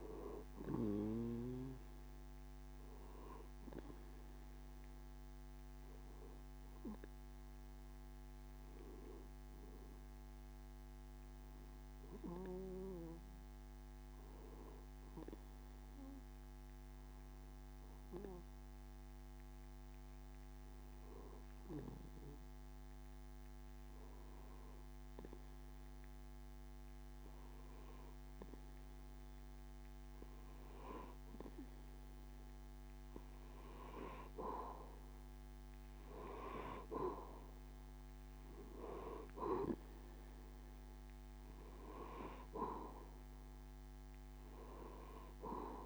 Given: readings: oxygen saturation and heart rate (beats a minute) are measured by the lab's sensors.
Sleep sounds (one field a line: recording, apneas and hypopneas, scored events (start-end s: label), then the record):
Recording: breathing in sleep by a microphone on the trachea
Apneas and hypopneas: 1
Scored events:
0.00-15.50 s: oxygen desaturation (device-marked, oxygen 92% lowest)
13.00-33.00 s: hypopnea (oxygen 97% before, 91% lowest)
35.50-40.00 s: arousal
From the record:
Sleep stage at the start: N2 (light sleep)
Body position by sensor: on the back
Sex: male